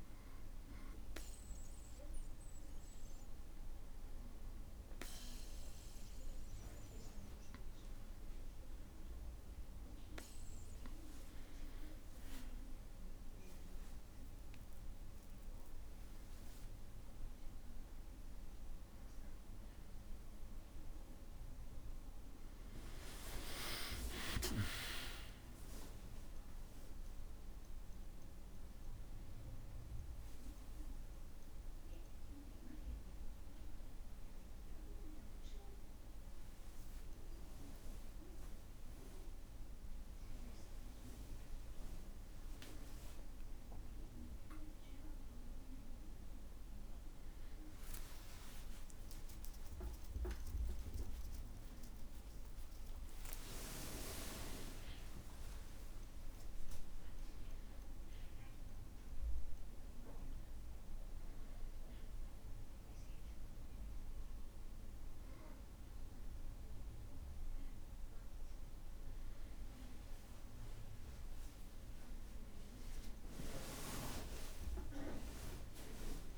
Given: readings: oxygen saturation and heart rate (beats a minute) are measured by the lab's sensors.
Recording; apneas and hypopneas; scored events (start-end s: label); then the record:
breathing in sleep by a room microphone; none
14.00-16.00 s: long interval between heartbeats (device-marked, heart rate 59 before, 71 extreme)
14.00-76.38 s: new sleep stage, N1 (lightest sleep)
19.50-24.50 s: arousal
31.50-33.50 s: long interval between heartbeats (device-marked, heart rate 66 before, 72 extreme)
49.00-51.00 s: long interval between heartbeats (device-marked, heart rate 65 before, 73 extreme)
From the record:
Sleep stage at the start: N2 (light sleep); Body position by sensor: on the back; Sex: male